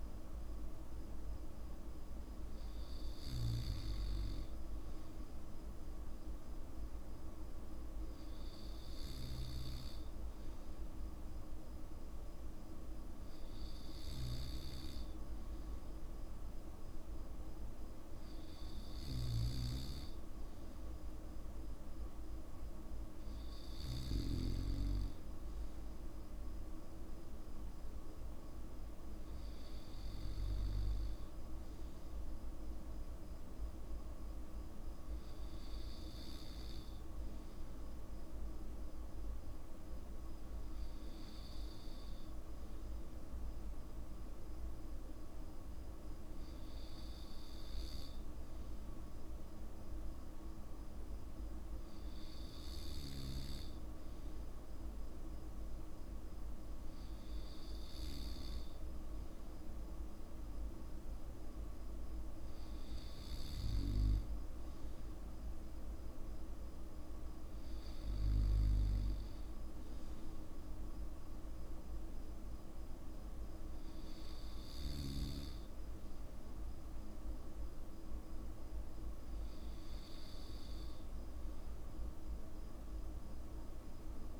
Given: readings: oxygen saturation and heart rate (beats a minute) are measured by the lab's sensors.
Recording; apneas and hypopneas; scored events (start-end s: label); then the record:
breathing in sleep, hard to hear, by a room microphone; none
none scored
From the record:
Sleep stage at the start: N2 (light sleep); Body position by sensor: on the back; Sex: male